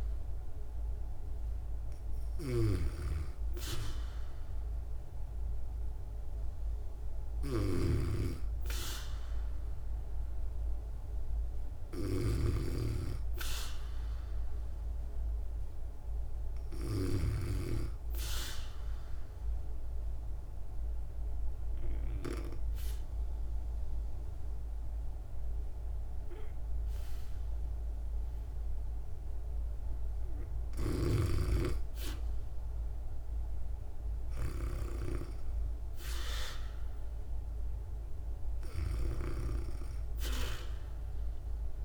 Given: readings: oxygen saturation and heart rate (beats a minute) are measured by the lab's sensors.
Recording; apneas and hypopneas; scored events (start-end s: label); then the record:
breathing in sleep by a room microphone; 1
0.00-17.00 s: snoring (device-marked)
18.50-30.00 s: obstructive apnea (oxygen 97% before, 93% lowest, heart rate 59 before, 55 extreme, up 5 after)
31.50-35.50 s: arousal
38.50-41.85 s: oxygen desaturation (device-marked, oxygen 96% before, 93% lowest, heart rate 60 before, 55 extreme)
From the record:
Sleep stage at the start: N2 (light sleep); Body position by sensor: on the back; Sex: female